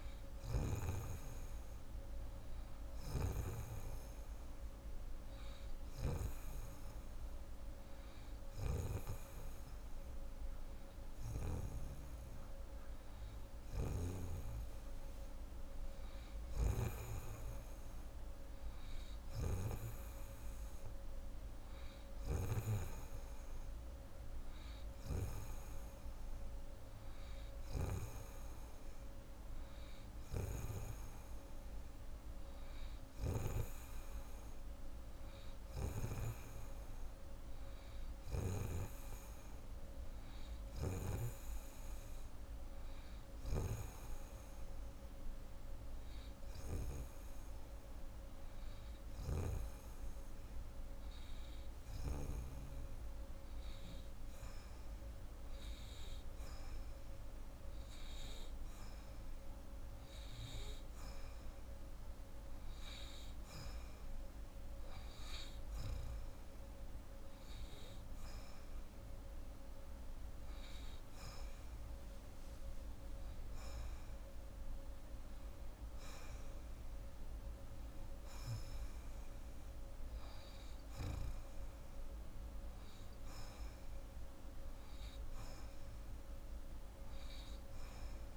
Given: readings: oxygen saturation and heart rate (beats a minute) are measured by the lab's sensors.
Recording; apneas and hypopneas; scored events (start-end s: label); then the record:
breathing in sleep by a room microphone; none
0.00-3.50 s: snoring (device-marked)
13.50-22.50 s: snoring (device-marked)
From the record:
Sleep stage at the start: N2 (light sleep); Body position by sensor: on the right side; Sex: female